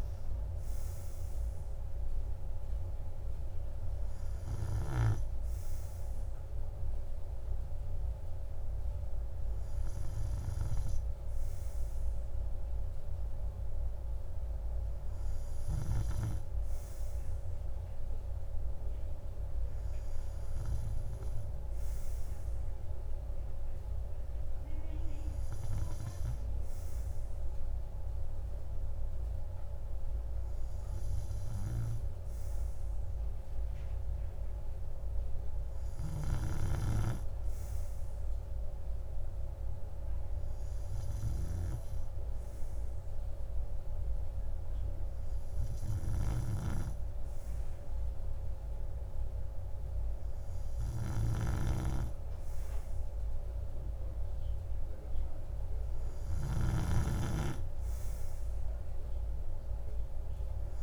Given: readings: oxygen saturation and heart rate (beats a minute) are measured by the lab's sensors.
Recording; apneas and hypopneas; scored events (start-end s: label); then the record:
breathing in sleep by a room microphone; none
none scored
From the record:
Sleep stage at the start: N2 (light sleep); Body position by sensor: on the right side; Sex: male